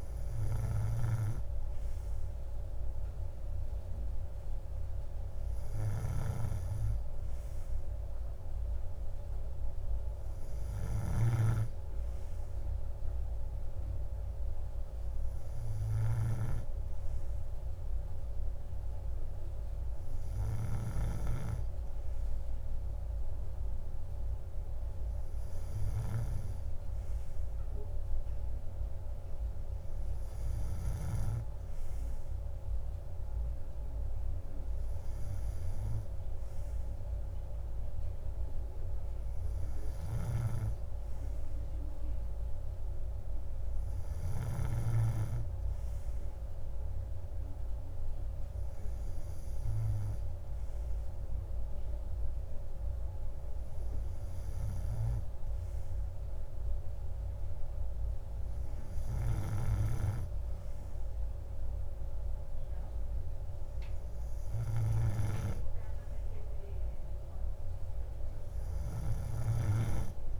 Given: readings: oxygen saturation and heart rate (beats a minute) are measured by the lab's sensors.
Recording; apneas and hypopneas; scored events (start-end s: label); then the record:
breathing in sleep by a room microphone; none
none scored
From the record:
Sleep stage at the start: N2 (light sleep); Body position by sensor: on the right side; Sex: male